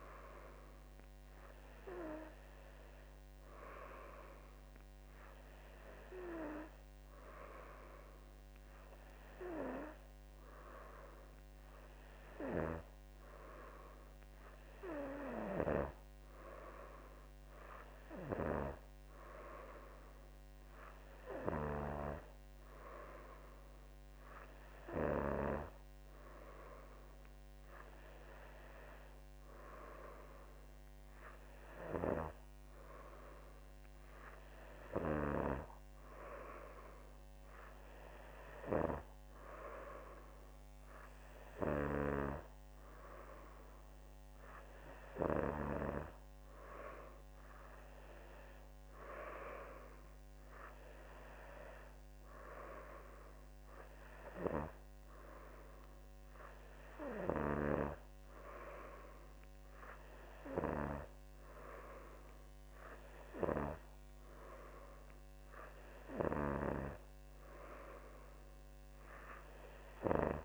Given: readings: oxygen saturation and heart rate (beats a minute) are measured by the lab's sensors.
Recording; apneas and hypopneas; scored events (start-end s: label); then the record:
breathing in sleep by a microphone on the trachea; none
none scored
From the record:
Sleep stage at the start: N2 (light sleep); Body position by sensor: on the back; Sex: female